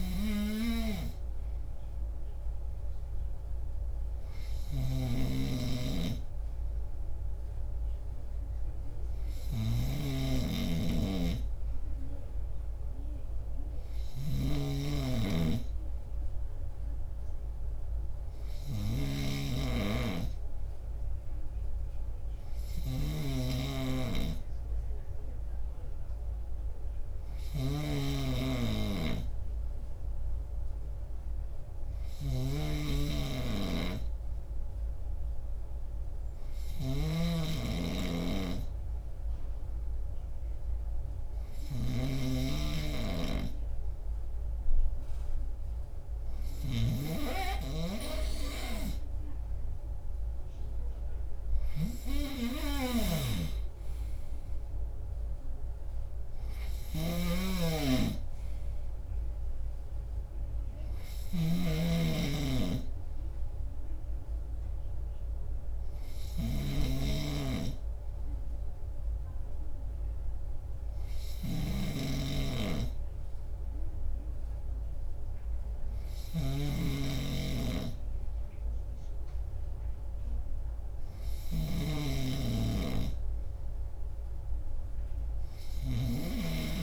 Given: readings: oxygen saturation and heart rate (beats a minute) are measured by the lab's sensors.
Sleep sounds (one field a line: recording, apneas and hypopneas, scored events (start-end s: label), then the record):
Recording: breathing in sleep by a room microphone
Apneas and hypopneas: 1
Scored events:
4.50-47.00 s: snoring (device-marked)
23.50-47.50 s: hypopnea (oxygen 99% before, 95% lowest)
53.00-56.50 s: arousal
57.00-86.83 s: snoring (device-marked)
From the record:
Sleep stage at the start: N2 (light sleep)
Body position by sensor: on the left side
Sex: male